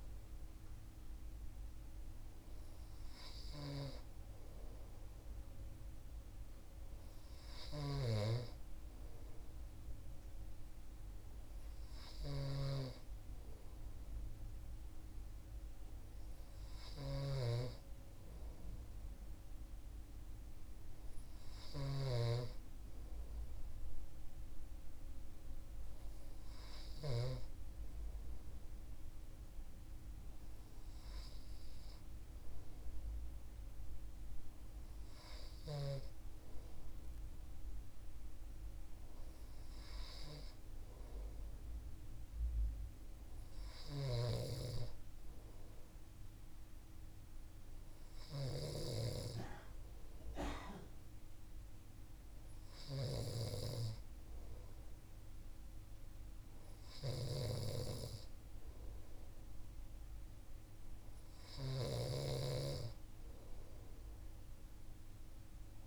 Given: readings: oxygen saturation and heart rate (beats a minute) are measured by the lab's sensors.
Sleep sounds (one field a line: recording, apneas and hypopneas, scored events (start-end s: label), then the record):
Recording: breathing in sleep by a room microphone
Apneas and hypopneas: none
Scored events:
0.00-27.00 s: snoring (device-marked)
43.50-65.87 s: snoring (device-marked)
From the record:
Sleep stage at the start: N2 (light sleep)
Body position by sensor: on the right side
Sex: male